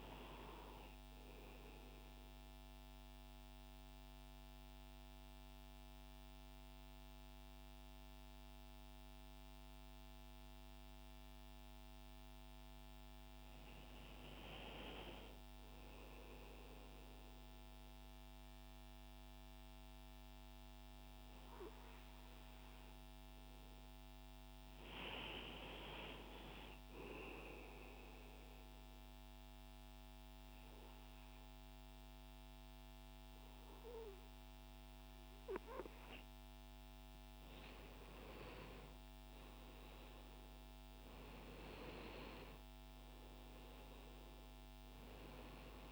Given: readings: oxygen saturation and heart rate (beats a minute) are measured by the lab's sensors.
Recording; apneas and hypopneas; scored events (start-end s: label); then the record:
breathing in sleep by a microphone on the trachea; 1
1.50-13.00 s: central apnea (oxygen 97% before, 94% lowest, heart rate 146 before, 52 extreme, up 0 after)
15.00-18.50 s: arousal
From the record:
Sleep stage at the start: N2 (light sleep); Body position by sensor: on the right side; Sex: male